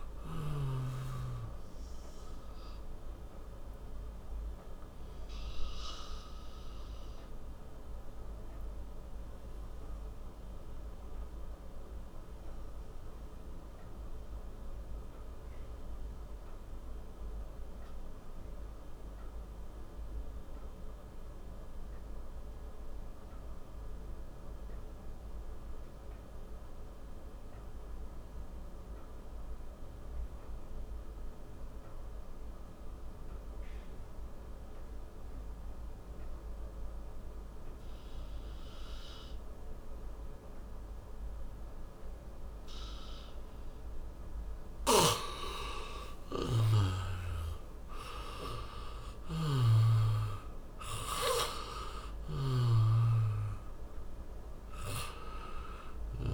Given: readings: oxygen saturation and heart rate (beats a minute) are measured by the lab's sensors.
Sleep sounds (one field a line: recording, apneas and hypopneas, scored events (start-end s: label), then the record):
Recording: breathing in sleep by a room microphone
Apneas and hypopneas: 1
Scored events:
2.50-44.00 s: obstructive apnea (oxygen 98% before, 85% lowest, heart rate 58 before, 28 extreme, up 4 after)
9.50-24.50 s: oxygen desaturation (device-marked, oxygen 94% before, 85% lowest, heart rate 53 before, 53 extreme)
44.50-52.50 s: snoring (device-marked)
44.50-56.34 s: oxygen desaturation (device-marked, oxygen 97% before, 87% lowest, heart rate 67 before, 28 extreme)
46.50-52.00 s: arousal
From the record:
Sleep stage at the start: N2 (light sleep)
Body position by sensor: on the back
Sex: male